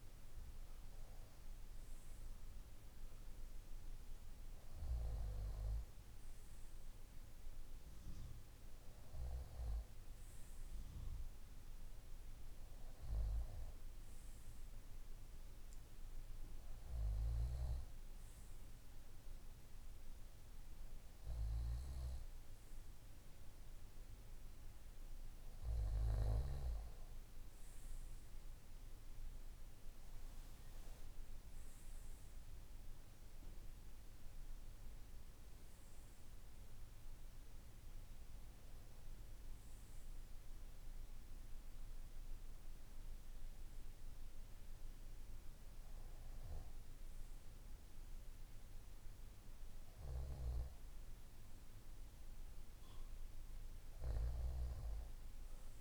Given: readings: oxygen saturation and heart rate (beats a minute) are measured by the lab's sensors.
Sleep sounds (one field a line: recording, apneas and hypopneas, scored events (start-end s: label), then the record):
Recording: breathing in sleep by a room microphone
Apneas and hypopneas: none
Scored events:
none scored
From the record:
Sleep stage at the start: N2 (light sleep)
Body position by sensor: on the right side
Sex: male